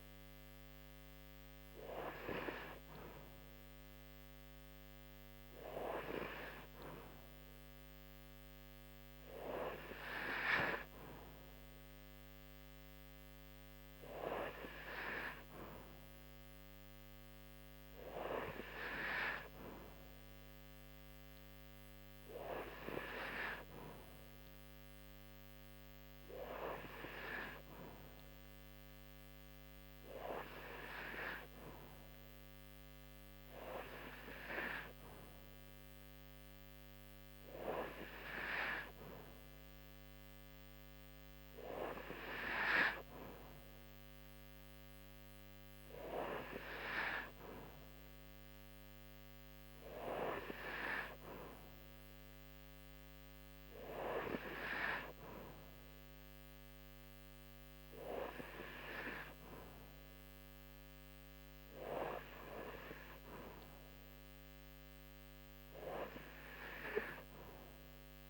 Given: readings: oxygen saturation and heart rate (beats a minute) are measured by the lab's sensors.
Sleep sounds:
breathing in sleep by a microphone on the trachea; none
none scored
From the record:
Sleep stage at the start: N2 (light sleep); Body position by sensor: on the right side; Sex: female

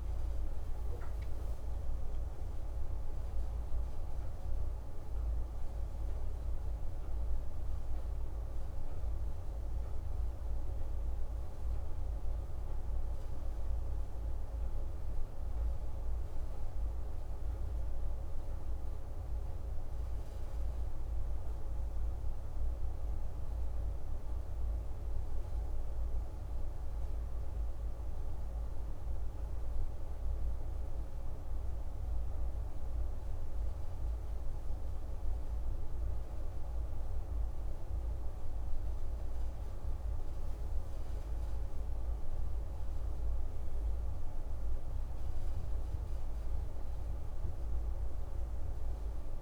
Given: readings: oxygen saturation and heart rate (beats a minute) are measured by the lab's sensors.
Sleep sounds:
breathing in sleep, hard to hear, by a room microphone; none
none scored
From the record:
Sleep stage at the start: N1 (lightest sleep); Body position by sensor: on the back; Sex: male

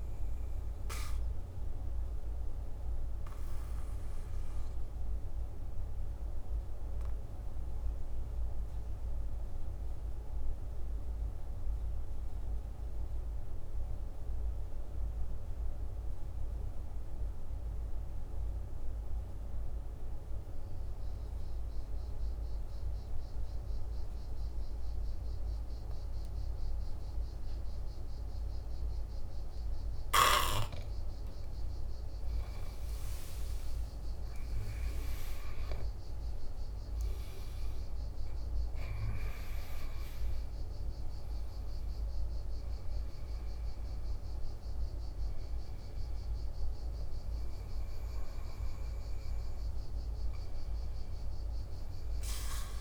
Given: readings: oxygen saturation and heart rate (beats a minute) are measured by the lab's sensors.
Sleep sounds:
breathing in sleep, hard to hear, by a room microphone; 1
0.00-9.00 s: oxygen desaturation (device-marked, oxygen 91% lowest, heart rate 48 extreme)
3.50-31.00 s: mixed apnea (oxygen 97% before, 90% lowest, heart rate 55 before, 48 extreme, up 15 after)
25.00-52.81 s: oxygen desaturation (device-marked, oxygen 99% before, 90% lowest, heart rate 49 before, 48 extreme)
32.00-37.50 s: arousal
From the record:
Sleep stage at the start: N2 (light sleep); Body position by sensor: on the back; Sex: male

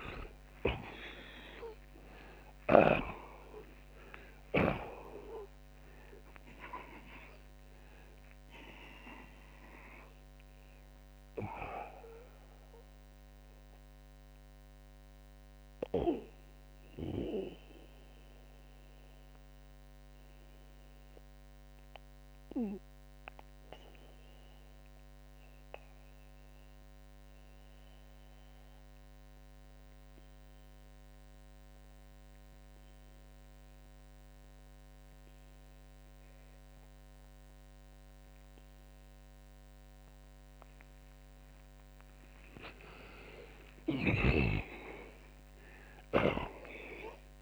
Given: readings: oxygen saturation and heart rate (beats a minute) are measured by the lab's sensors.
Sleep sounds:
breathing in sleep by a microphone on the trachea; 1
0.00-2.50 s: snoring (device-marked)
0.00-4.50 s: arousal
5.50-37.50 s: oxygen desaturation (device-marked, oxygen 94% before, 79% lowest)
15.00-42.00 s: mixed apnea (oxygen 94% before, 79% lowest)
43.50-47.42 s: snoring (device-marked)
44.50-47.42 s: arousal
From the record:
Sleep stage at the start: N2 (light sleep); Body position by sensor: on the back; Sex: male

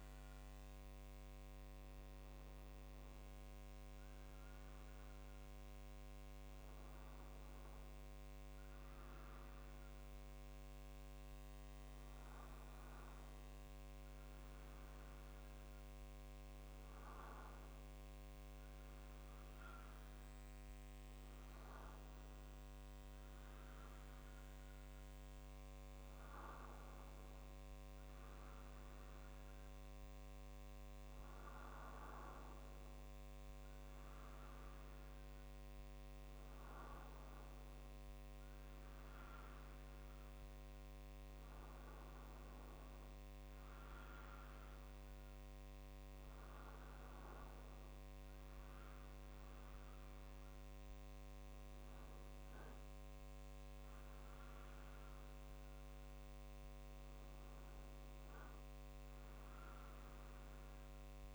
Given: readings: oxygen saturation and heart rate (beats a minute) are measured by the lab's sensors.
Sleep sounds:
a person awake in a sleep study, hard to hear, by a microphone on the trachea; none
1.00-7.00 s: arousal
36.00-46.00 s: drop in pulse transit time (device-marked, heart rate 51 before, 51 extreme)
From the record:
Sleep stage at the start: awake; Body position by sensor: on the right side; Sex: male

